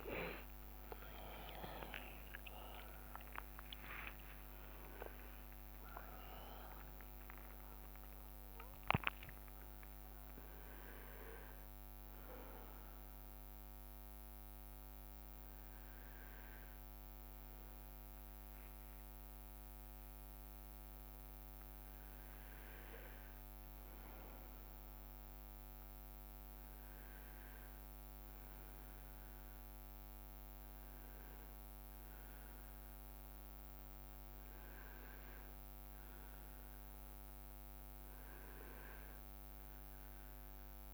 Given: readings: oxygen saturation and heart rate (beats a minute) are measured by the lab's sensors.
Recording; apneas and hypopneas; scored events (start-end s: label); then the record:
a person partly awake in a sleep study, by a microphone on the trachea; none
0.00-2.50 s: leg movement (device-marked)
3.50-12.00 s: leg movement (device-marked)
11.00-40.94 s: new sleep stage, N2 (light sleep)
From the record:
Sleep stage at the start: awake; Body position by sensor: on the right side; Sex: male